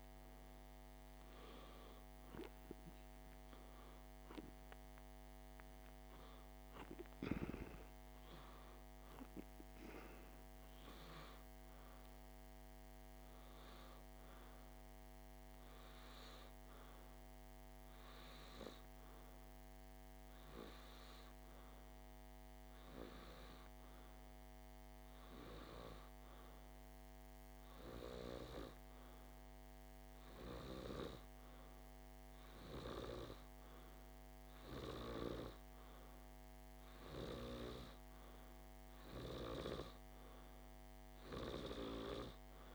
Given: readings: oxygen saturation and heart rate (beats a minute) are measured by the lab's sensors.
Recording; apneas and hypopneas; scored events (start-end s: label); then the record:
breathing in sleep by a microphone on the trachea; none
none scored
From the record:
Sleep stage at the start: N2 (light sleep); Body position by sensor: on the back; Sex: male